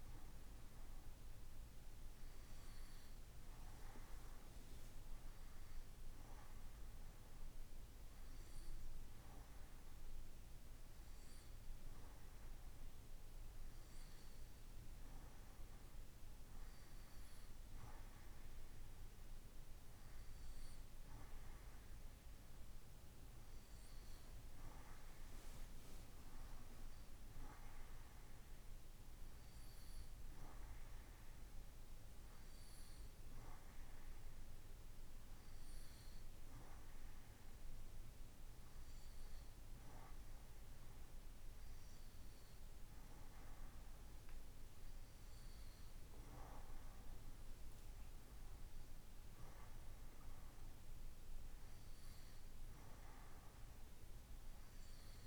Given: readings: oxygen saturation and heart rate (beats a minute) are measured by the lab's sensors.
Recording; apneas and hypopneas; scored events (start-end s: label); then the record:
breathing in sleep, hard to hear, by a room microphone; none
none scored
From the record:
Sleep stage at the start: N2 (light sleep); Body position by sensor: on the right side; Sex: male